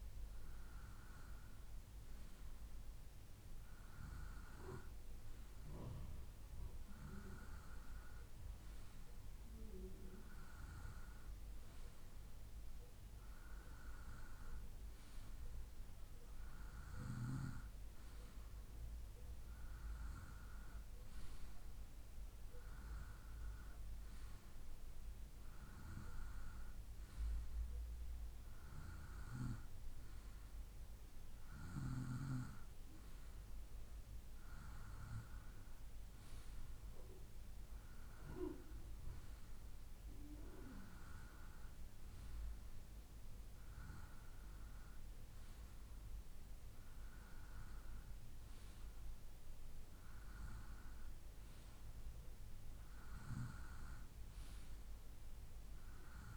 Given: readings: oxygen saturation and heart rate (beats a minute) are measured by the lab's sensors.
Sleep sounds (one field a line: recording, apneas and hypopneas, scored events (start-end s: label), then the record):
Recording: breathing in sleep by a room microphone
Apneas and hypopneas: none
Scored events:
none scored
From the record:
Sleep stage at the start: N2 (light sleep)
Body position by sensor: on the right side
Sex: male